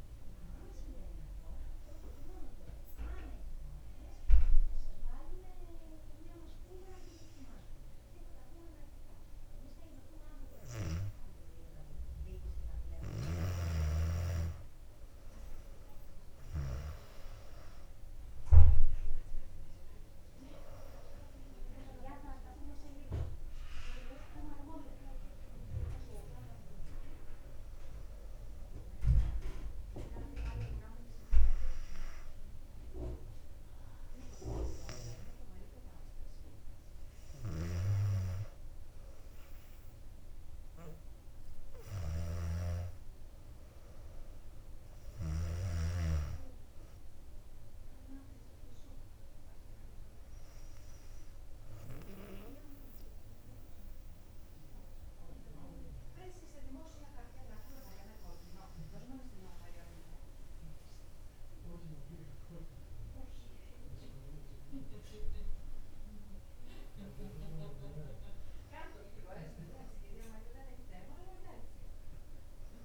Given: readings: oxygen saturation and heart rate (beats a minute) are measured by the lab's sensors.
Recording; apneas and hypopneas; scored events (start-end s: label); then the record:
breathing in sleep by a room microphone; 2
3.00-13.50 s: obstructive apnea (oxygen 97% before, 93% lowest, heart rate 64 before, 60 extreme, up 3 after)
13.50-17.00 s: snoring (device-marked)
16.50-21.00 s: arousal
21.00-37.00 s: oxygen desaturation (device-marked, oxygen 97% before, 93% lowest, heart rate 61 before, 60 extreme)
37.50-46.00 s: snoring (device-marked)
47.50-58.50 s: hypopnea (oxygen 97% before, 96% lowest, heart rate 63 before, 61 extreme, up 6 after)
60.00-65.00 s: arousal
From the record:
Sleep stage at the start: N2 (light sleep); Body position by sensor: on the back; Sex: female